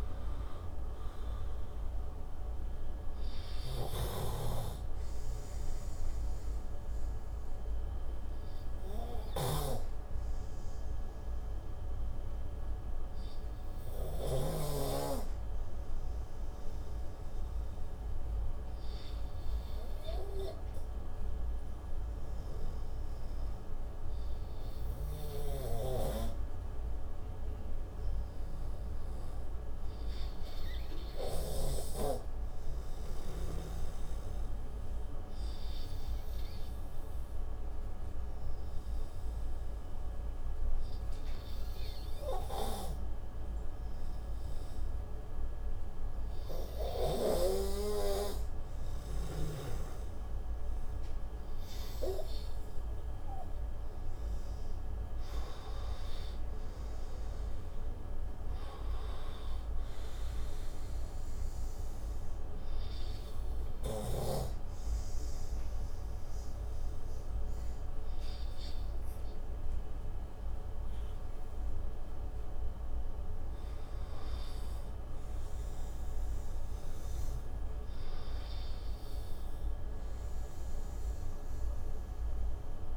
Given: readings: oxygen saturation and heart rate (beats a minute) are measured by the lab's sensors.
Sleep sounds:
breathing in sleep by a room microphone; 2
0.00-3.50 s: oxygen desaturation (device-marked, oxygen 90% lowest, heart rate 60 extreme)
7.50-54.00 s: obstructive apnea (oxygen 95% before, 86% lowest, heart rate 75 before, 60 extreme, up 20 after)
30.50-47.50 s: oxygen desaturation (device-marked, oxygen 98% before, 91% lowest, heart rate 64 before, 61 extreme)
54.50-82.50 s: oxygen desaturation (device-marked, oxygen 92% before, 86% lowest, heart rate 70 before, 59 extreme)
55.50-58.00 s: arousal
63.00-73.00 s: obstructive apnea (oxygen 94% before, 86% lowest, heart rate 76 before, 59 extreme, up 11 after)
75.50-79.00 s: arousal
From the record:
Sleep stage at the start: N2 (light sleep); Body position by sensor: on the right side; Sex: male

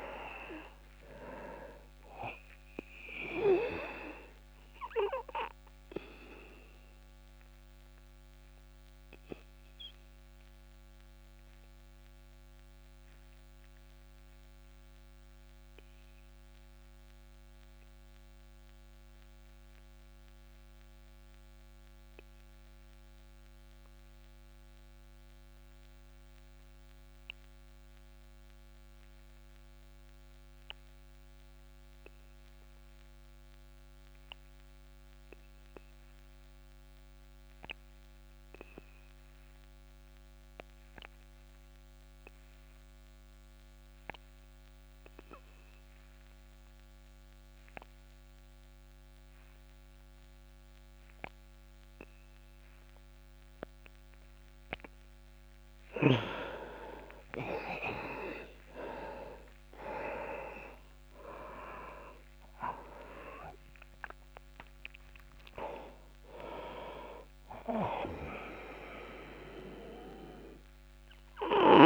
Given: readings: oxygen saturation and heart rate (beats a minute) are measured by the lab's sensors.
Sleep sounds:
breathing in sleep by a microphone on the trachea; 1
0.00-24.00 s: oxygen desaturation (device-marked, oxygen 87% lowest)
5.50-55.00 s: obstructive apnea (oxygen 99% before, 81% lowest)
42.00-71.86 s: oxygen desaturation (device-marked, oxygen 99% before, 81% lowest)
59.00-64.00 s: arousal
From the record:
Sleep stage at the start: N2 (light sleep); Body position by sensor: on the back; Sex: male

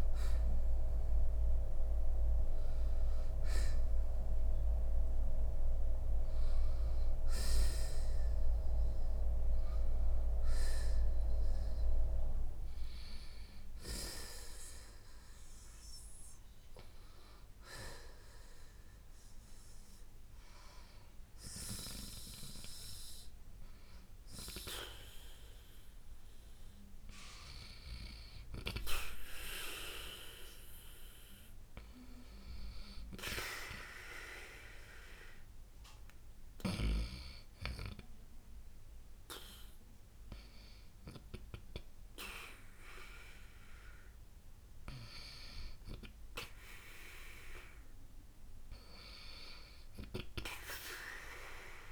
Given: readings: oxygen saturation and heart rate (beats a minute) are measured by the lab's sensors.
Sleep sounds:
breathing in sleep by a room microphone; none
0.00-2.50 s: arousal
16.00-26.00 s: oxygen desaturation (device-marked, oxygen 92% before, 86% lowest, heart rate 76 before, 54 extreme)
From the record:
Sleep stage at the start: N2 (light sleep); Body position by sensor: on the right side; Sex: male

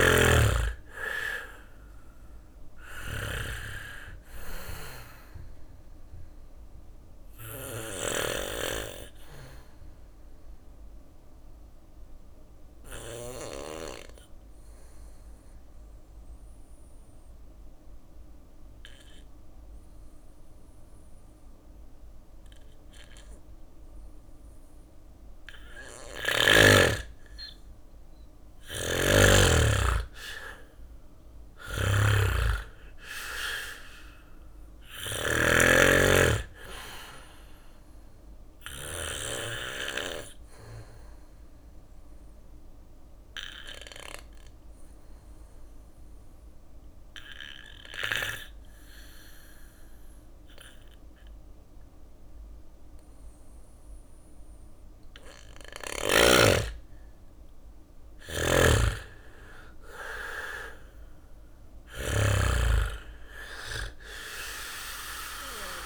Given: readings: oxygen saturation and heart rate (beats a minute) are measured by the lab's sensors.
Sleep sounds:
breathing in sleep by a room microphone; 2
0.00-7.50 s: snoring (device-marked)
0.00-16.50 s: oxygen desaturation (device-marked, oxygen 94% lowest, heart rate 58 extreme)
5.50-13.50 s: bradycardia (device-marked, heart rate 61 before, 58 extreme)
6.50-24.00 s: obstructive apnea (oxygen 99% before, 92% lowest, heart rate 61 before, 58 extreme, up 2 after)
26.50-30.00 s: arousal
27.50-38.00 s: snoring (device-marked)
34.50-50.50 s: oxygen desaturation (device-marked, oxygen 98% before, 92% lowest, heart rate 61 before, 58 extreme)
38.50-43.50 s: bradycardia (device-marked, heart rate 61 before, 59 extreme)
39.00-54.50 s: obstructive apnea (oxygen 98% before, 92% lowest, heart rate 61 before, 58 extreme, up 2 after)
56.50-61.00 s: arousal
57.00-61.00 s: snoring (device-marked)
61.50-65.86 s: drop in pulse transit time (device-marked, heart rate 60 before, 58 extreme)
From the record:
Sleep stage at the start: N2 (light sleep); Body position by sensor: on the back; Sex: male

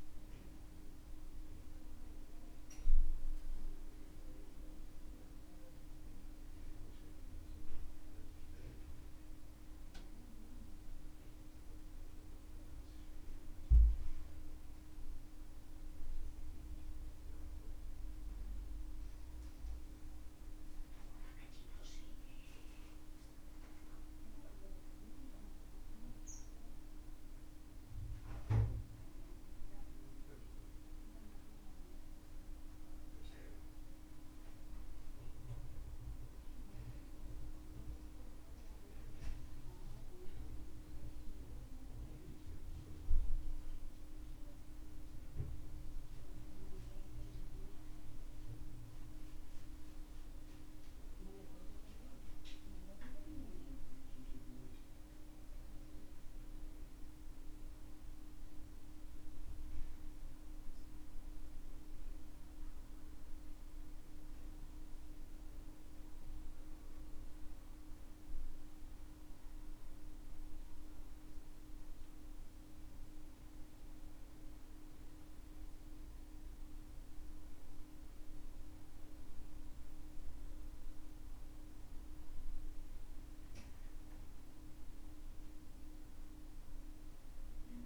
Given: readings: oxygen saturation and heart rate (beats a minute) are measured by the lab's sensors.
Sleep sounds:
a person partly awake in a sleep study, hard to hear, by a room microphone; none
42.50-87.86 s: new sleep stage, N1 (lightest sleep)
From the record:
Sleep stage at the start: awake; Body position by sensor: on the back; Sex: male

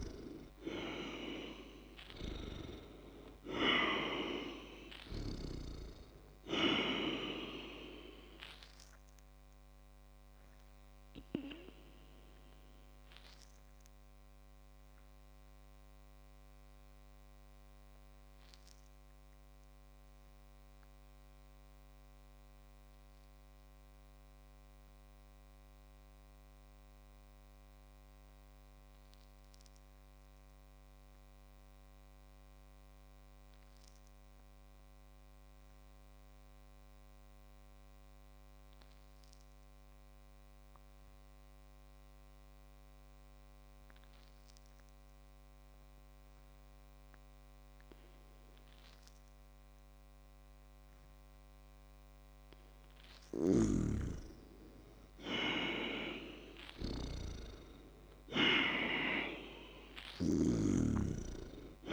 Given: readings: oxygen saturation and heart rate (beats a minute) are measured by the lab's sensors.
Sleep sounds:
breathing in sleep by a microphone on the trachea; 1
0.00-3.00 s: arousal
0.00-5.00 s: snoring (device-marked)
0.00-25.00 s: oxygen desaturation (device-marked, oxygen 95% lowest)
13.00-51.50 s: obstructive apnea (oxygen 100% before, 95% lowest, heart rate 54 before, 25 extreme, up 16 after)
52.00-61.93 s: oxygen desaturation (device-marked, oxygen 100% before, 96% lowest, heart rate 57 before, 25 extreme)
53.00-61.93 s: snoring (device-marked)
54.00-58.00 s: arousal
From the record:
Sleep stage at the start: N2 (light sleep); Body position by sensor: on the back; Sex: male

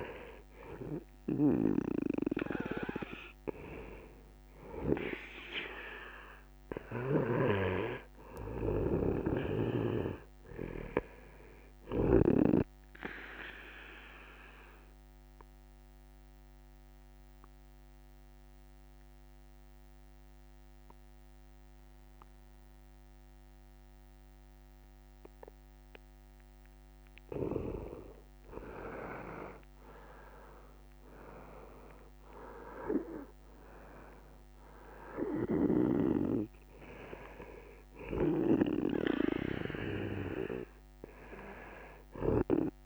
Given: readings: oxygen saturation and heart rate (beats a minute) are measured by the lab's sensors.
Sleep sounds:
breathing in sleep by a microphone on the trachea; 1
7.00-12.00 s: snoring (device-marked)
12.50-27.50 s: obstructive apnea (oxygen 97% before, 91% lowest, heart rate 79 before, 72 extreme, up 27 after)
29.50-33.50 s: arousal
34.50-42.86 s: oxygen desaturation (device-marked, oxygen 97% before, 91% lowest, heart rate 168 before, 70 extreme)
From the record:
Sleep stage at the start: N2 (light sleep); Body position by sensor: on the right side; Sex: male

